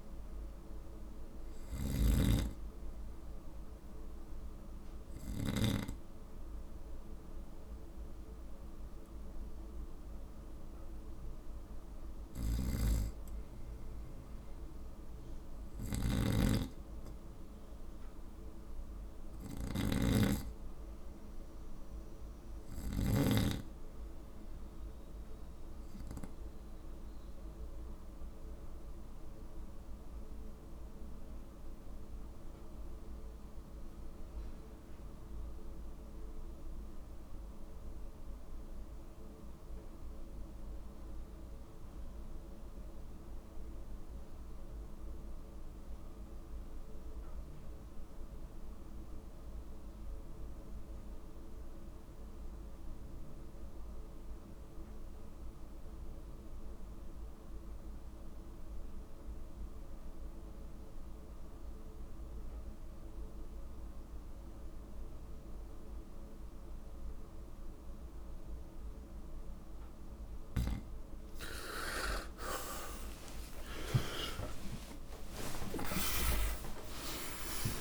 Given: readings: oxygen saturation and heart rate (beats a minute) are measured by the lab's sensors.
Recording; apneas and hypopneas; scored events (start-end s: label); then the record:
breathing in sleep by a room microphone; 1
0.00-5.50 s: snoring (device-marked)
12.50-23.00 s: snoring (device-marked)
18.50-21.50 s: arousal
26.00-69.00 s: obstructive apnea (oxygen 97% before, 83% lowest)
39.50-77.81 s: oxygen desaturation (device-marked, oxygen 97% before, 83% lowest)
67.50-77.81 s: new sleep stage, awake
From the record:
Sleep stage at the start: N2 (light sleep); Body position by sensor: on the right side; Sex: male